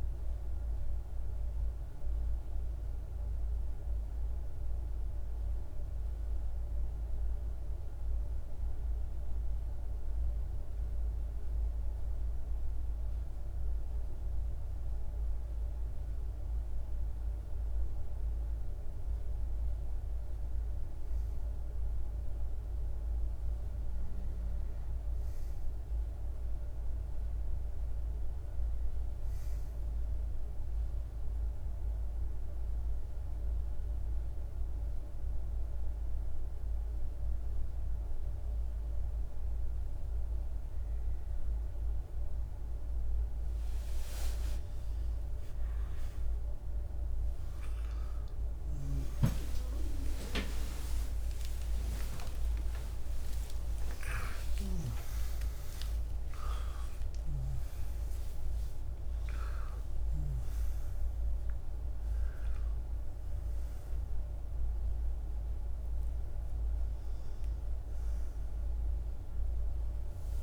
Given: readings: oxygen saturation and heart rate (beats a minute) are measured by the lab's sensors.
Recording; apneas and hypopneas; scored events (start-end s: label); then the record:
breathing in sleep by a room microphone; 2
2.00-14.50 s: hypopnea (oxygen 99% before, 93% lowest, heart rate 69 before, 49 extreme, up 0 after)
16.00-20.00 s: arousal
19.50-37.50 s: oxygen desaturation (device-marked, oxygen 100% before, 95% lowest, heart rate 54 before, 35 extreme)
29.50-40.50 s: hypopnea (oxygen 100% before, 93% lowest)
47.50-53.50 s: arousal
61.50-70.43 s: oxygen desaturation (device-marked, oxygen 97% before, 93% lowest, heart rate 94 before, 30 extreme)
From the record:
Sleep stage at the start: REM sleep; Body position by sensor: on the back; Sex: male